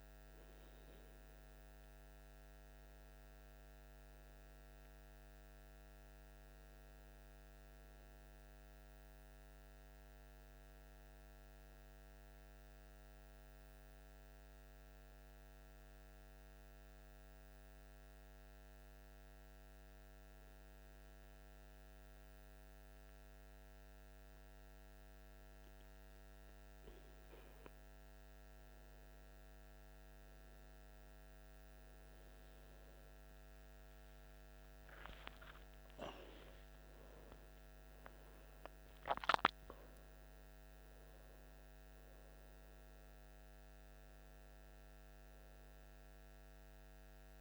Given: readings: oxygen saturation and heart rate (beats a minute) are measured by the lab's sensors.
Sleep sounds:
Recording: a person partly awake in a sleep study, hard to hear, by a microphone on the trachea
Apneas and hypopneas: 1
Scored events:
0.00-2.50 s: arousal
13.50-26.50 s: hypopnea (oxygen 98% before, 95% lowest, heart rate 56 before, 55 extreme, up 5 after)
27.00-47.41 s: new sleep stage, awake
From the record:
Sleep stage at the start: N1 (lightest sleep)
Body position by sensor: on the back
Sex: male

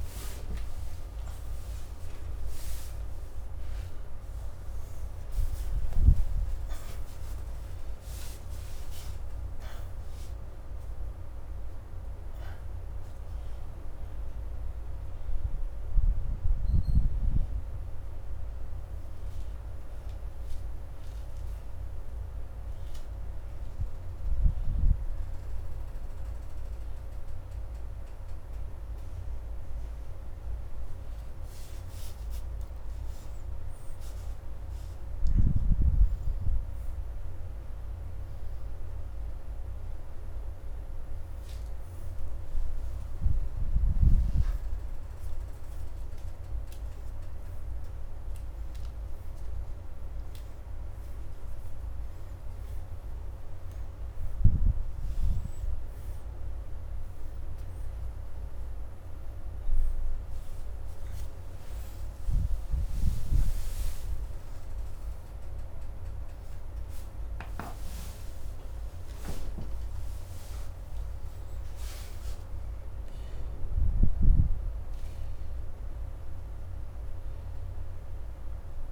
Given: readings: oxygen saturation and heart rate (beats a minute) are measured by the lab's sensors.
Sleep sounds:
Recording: a person awake in a sleep study, by a room microphone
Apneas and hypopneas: none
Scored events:
0.00-4.00 s: oxygen desaturation (device-marked, oxygen 76% lowest)
25.00-35.00 s: oxygen desaturation (device-marked, oxygen 89% before, 83% lowest, heart rate 40 before, 86 extreme)
44.00-58.00 s: oxygen desaturation (device-marked, oxygen 85% before, 80% lowest, heart rate 99 before, 87 extreme)
From the record:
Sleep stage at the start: awake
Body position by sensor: on the left side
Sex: female

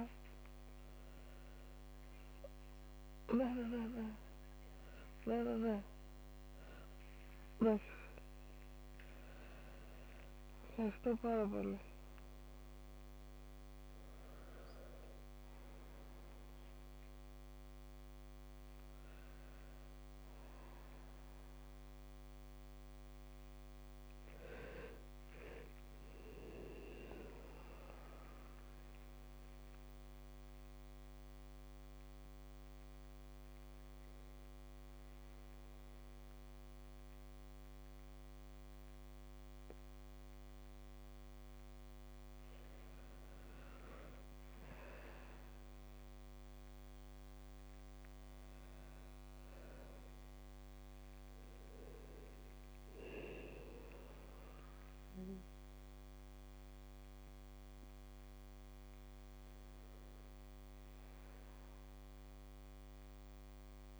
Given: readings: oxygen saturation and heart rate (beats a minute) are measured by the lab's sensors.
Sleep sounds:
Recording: a person awake in a sleep study, by a microphone on the trachea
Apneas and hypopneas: none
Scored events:
24.50-29.50 s: bradycardia (device-marked, heart rate 73 before, 58 extreme)
42.50-64.00 s: new sleep stage, N1 (lightest sleep)
56.50-61.50 s: oxygen desaturation (device-marked, oxygen 98% before, 95% lowest, heart rate 70 before, 66 extreme)
From the record:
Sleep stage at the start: awake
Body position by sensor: on the back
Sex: female

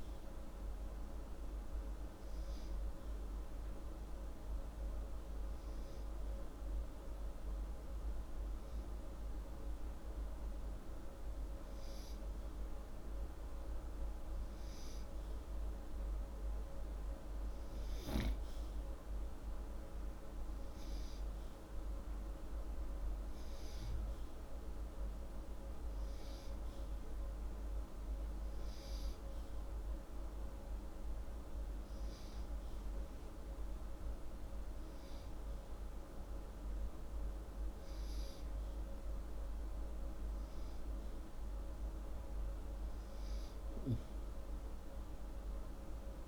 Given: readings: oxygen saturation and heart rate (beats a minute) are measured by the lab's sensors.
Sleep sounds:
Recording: breathing in sleep, hard to hear, by a room microphone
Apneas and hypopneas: none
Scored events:
none scored
From the record:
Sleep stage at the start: N2 (light sleep)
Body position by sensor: upright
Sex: male

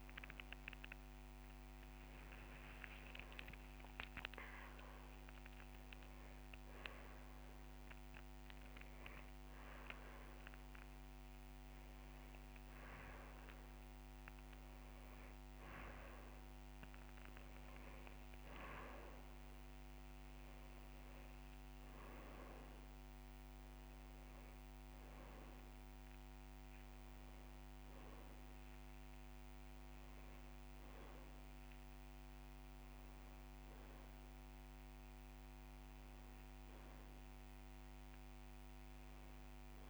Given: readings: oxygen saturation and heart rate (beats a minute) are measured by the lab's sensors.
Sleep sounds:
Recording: breathing in sleep by a microphone on the trachea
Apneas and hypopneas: none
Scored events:
0.00-1.00 s: long interval between heartbeats (device-marked)
0.00-9.50 s: drop in pulse transit time (device-marked)
10.00-12.00 s: long interval between heartbeats (device-marked)
26.00-28.00 s: long interval between heartbeats (device-marked)
31.00-33.00 s: long interval between heartbeats (device-marked)
35.50-37.50 s: long interval between heartbeats (device-marked)
From the record:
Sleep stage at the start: N2 (light sleep)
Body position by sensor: on the back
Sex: male

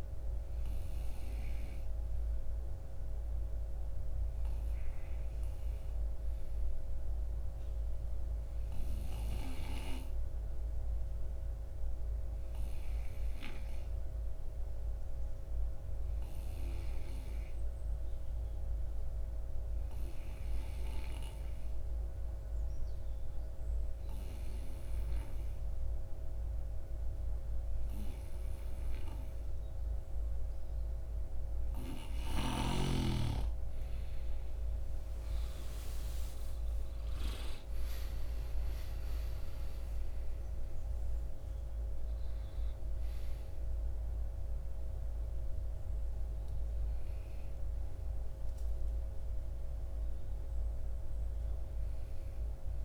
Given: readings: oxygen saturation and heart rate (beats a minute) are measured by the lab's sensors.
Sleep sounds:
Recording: breathing in sleep, hard to hear, by a room microphone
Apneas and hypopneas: 1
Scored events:
17.00-31.50 s: mixed apnea (oxygen 94% before, 89% lowest, heart rate 56 before, 50 extreme, up 9 after)
35.00-39.50 s: arousal
43.50-52.84 s: oxygen desaturation (device-marked, oxygen 93% before, 89% lowest, heart rate 62 before, 49 extreme)
From the record:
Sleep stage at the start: N2 (light sleep)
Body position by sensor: on the right side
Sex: male

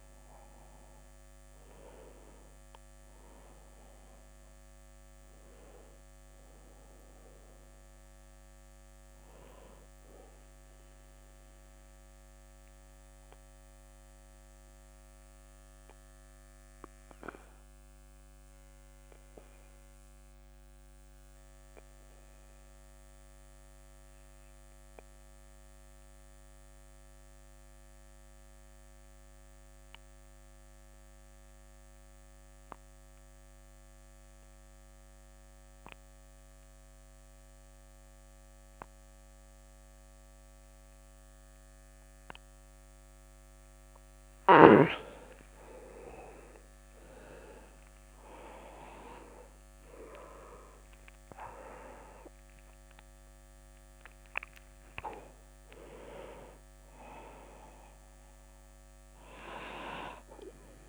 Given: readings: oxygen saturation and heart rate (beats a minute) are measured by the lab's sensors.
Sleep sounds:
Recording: breathing in sleep by a microphone on the trachea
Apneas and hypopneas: 1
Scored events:
0.00-25.00 s: oxygen desaturation (device-marked, oxygen 92% lowest)
10.50-42.50 s: obstructive apnea (oxygen 99% before, 90% lowest)
41.00-60.89 s: oxygen desaturation (device-marked, oxygen 99% before, 90% lowest)
45.50-50.50 s: arousal
From the record:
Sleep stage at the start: N2 (light sleep)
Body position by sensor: on the back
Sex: male

